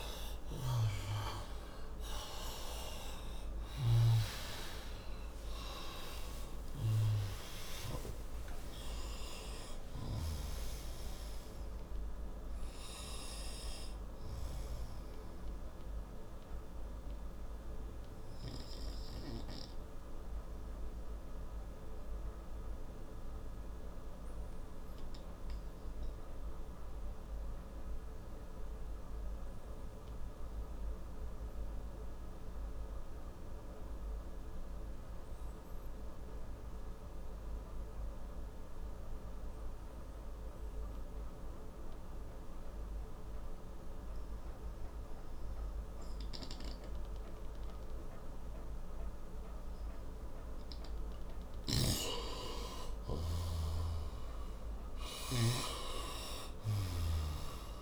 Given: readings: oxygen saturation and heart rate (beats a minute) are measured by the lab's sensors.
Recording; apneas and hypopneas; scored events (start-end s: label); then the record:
breathing in sleep by a room microphone; 1
0.00-3.50 s: snoring (device-marked)
0.00-7.00 s: arousal
12.00-33.00 s: oxygen desaturation (device-marked, oxygen 95% before, 87% lowest, heart rate 102 before, 55 extreme)
25.50-45.50 s: obstructive apnea (oxygen 96% before, 87% lowest, heart rate 93 before, 55 extreme, up 9 after)
47.50-50.50 s: arousal
48.00-57.82 s: oxygen desaturation (device-marked, oxygen 99% before, 89% lowest, heart rate 58 before, 54 extreme)
51.00-57.82 s: snoring (device-marked)
From the record:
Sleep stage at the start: N2 (light sleep); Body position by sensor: on the right side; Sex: male